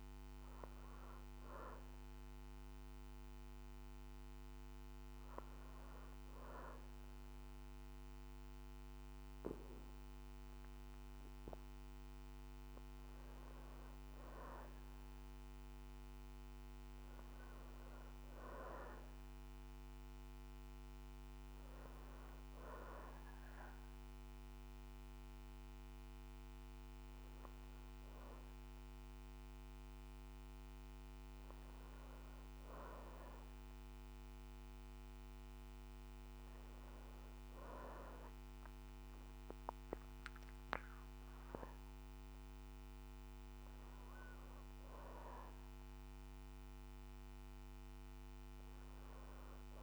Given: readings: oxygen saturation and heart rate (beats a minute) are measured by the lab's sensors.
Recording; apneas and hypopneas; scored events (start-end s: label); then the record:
breathing in sleep by a microphone on the trachea; none
0.00-5.00 s: oxygen desaturation (device-marked, oxygen 91% lowest, heart rate 61 extreme)
17.00-37.00 s: oxygen desaturation (device-marked, oxygen 93% before, 89% lowest, heart rate 62 before, 60 extreme)
43.00-49.83 s: new sleep stage, awake
From the record:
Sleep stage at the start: N2 (light sleep); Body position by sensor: on the back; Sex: female